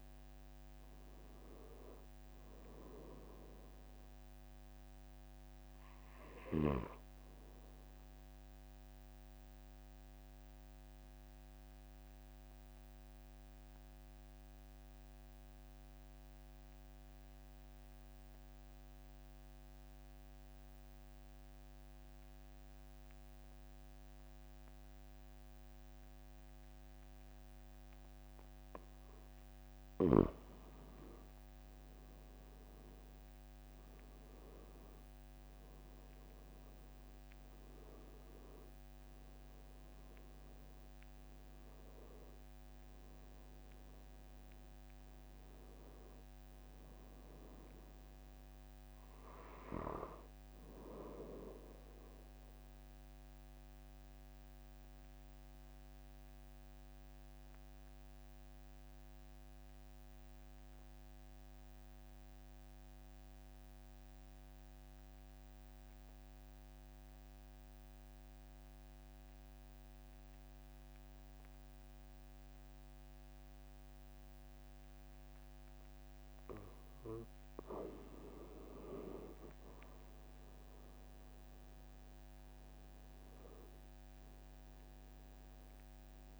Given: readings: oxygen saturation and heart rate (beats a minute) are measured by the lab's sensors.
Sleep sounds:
breathing in sleep by a microphone on the trachea; 2
8.50-29.50 s: obstructive apnea (oxygen 97% before, 93% lowest, heart rate 47 before, 43 extreme, up 3 after)
31.50-36.50 s: arousal
53.50-77.50 s: obstructive apnea (oxygen 97% before, 93% lowest, heart rate 46 before, 43 extreme, up 4 after)
80.00-85.00 s: arousal
From the record:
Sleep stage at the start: N2 (light sleep); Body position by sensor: on the back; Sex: male

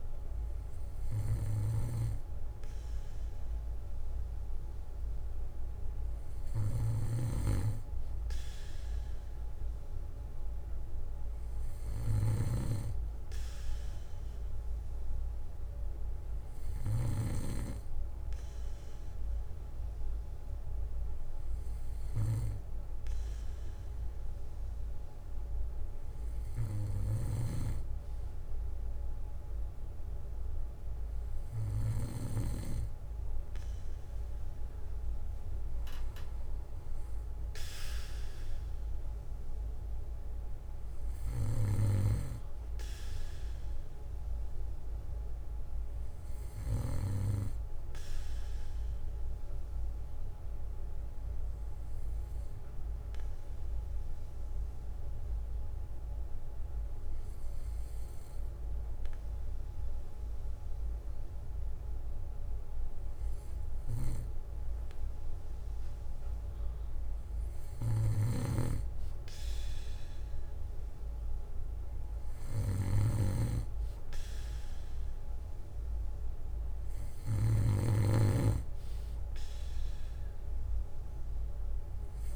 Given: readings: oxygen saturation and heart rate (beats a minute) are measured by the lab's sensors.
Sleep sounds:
breathing in sleep by a room microphone; 1
1.50-4.50 s: bradycardia (device-marked, heart rate 59 before, 57 extreme)
11.50-13.50 s: bradycardia (device-marked, heart rate 59 before, 62 extreme)
29.50-31.50 s: bradycardia (device-marked, heart rate 60 before, 60 extreme)
41.50-56.50 s: bradycardia (device-marked, heart rate 60 before, 58 extreme)
44.00-47.00 s: arousal
51.00-64.50 s: hypopnea (oxygen 95% before, 94% lowest, heart rate 60 before, 57 extreme, up 10 after)
59.50-61.50 s: bradycardia (device-marked, heart rate 60 before, 59 extreme)
62.50-64.50 s: bradycardia (device-marked, heart rate 60 before, 59 extreme)
67.00-70.00 s: arousal
73.00-78.50 s: snoring (device-marked)
76.50-78.50 s: bradycardia (device-marked, heart rate 60 before, 59 extreme)
From the record:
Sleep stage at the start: N2 (light sleep); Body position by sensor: on the back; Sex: male

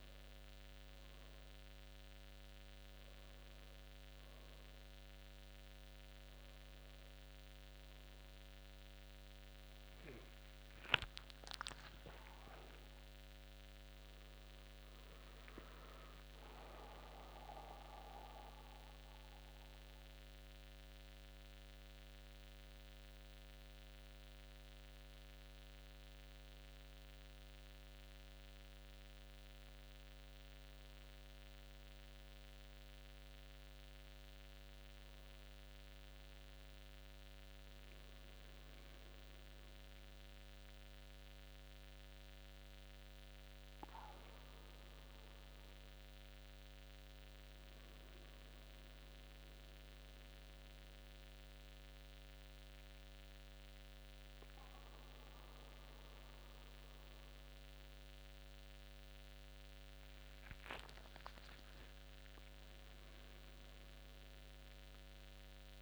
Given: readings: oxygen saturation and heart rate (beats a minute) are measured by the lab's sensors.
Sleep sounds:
breathing in sleep, hard to hear, by a microphone on the trachea; 1
8.50-11.00 s: arousal
19.00-31.00 s: hypopnea (oxygen 95% before, 93% lowest, heart rate 88 before, 77 extreme, up 7 after)
33.00-37.00 s: arousal
From the record:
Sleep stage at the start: N2 (light sleep); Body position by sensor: on the back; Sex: male

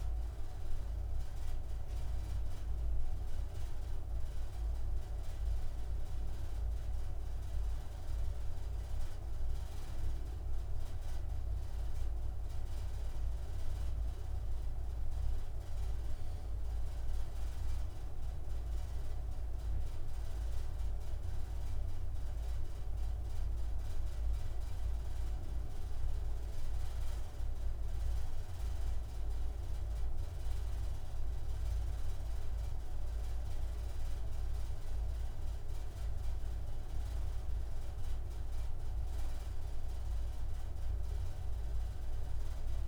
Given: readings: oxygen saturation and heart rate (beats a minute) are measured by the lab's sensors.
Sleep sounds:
a person awake in a sleep study, hard to hear, by a room microphone; none
none scored
From the record:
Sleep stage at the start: awake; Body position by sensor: on the right side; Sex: male

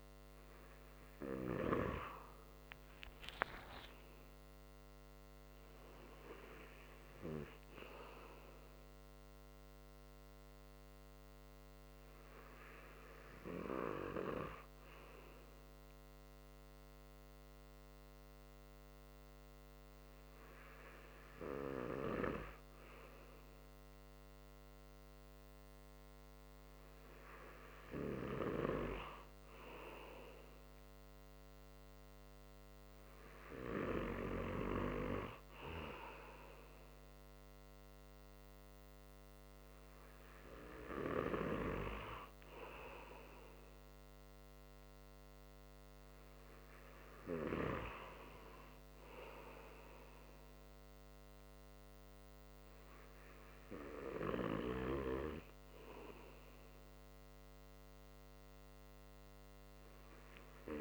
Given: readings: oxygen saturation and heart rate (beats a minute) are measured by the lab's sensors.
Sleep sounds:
breathing in sleep by a microphone on the trachea; 1
14.50-29.50 s: hypopnea (oxygen 97% before, 95% lowest, heart rate 150 before, 118 extreme, up 37 after)
31.50-36.50 s: arousal
From the record:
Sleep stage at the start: N2 (light sleep); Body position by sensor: on the right side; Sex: male

